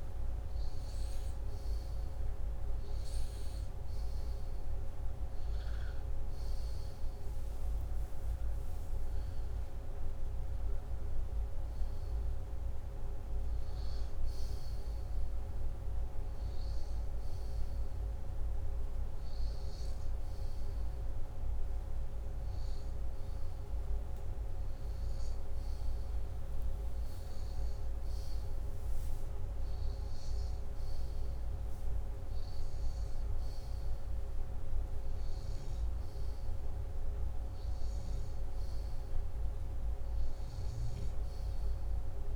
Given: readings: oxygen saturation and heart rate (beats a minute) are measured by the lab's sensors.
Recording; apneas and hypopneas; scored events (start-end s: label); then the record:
breathing in sleep, hard to hear, by a room microphone; none
none scored
From the record:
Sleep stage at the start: N2 (light sleep); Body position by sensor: upright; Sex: male